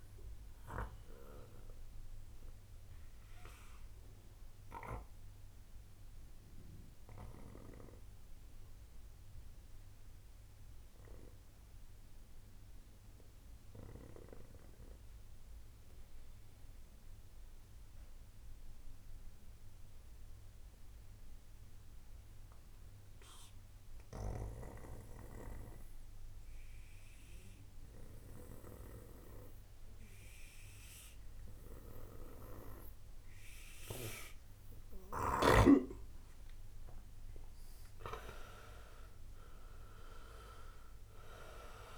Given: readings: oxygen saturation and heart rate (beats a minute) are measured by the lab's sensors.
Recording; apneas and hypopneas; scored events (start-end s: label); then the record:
breathing in sleep by a room microphone; 1
1.50-34.00 s: obstructive apnea (oxygen 97% before, 93% lowest, heart rate 54 before, 46 extreme, up 18 after)
36.00-41.00 s: arousal
From the record:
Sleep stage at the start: N2 (light sleep); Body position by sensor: on the right side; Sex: male